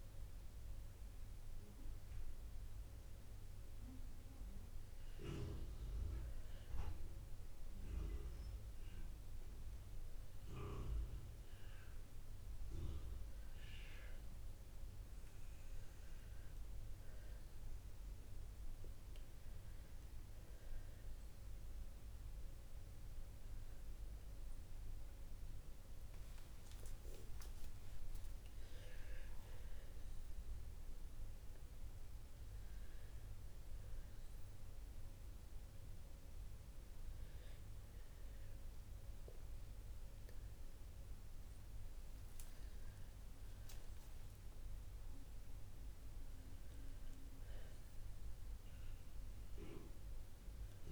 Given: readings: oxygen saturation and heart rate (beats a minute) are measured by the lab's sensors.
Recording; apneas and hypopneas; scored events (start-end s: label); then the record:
a person awake in a sleep study, by a room microphone; none
none scored
From the record:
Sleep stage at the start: awake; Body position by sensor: on the back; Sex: female